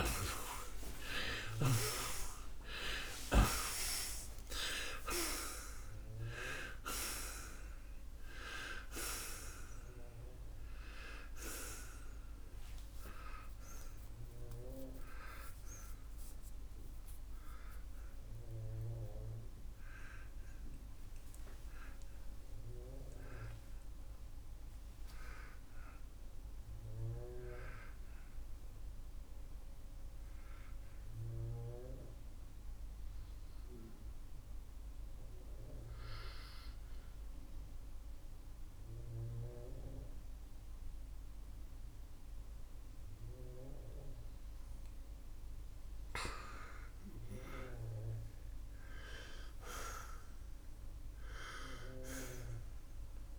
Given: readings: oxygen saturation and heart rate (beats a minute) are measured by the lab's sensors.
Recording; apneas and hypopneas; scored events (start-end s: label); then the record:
breathing in sleep by a room microphone; 1
0.00-3.00 s: arousal
5.00-24.00 s: oxygen desaturation (device-marked, oxygen 95% before, 91% lowest, heart rate 91 before, 70 extreme)
25.00-28.50 s: arousal
31.00-48.00 s: oxygen desaturation (device-marked, oxygen 93% before, 85% lowest, heart rate 89 before, 70 extreme)
32.50-45.50 s: obstructive apnea (oxygen 94% before, 85% lowest, heart rate 88 before, 70 extreme, up 14 after)
51.00-53.39 s: arousal
From the record:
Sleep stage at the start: N2 (light sleep); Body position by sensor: on the right side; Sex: male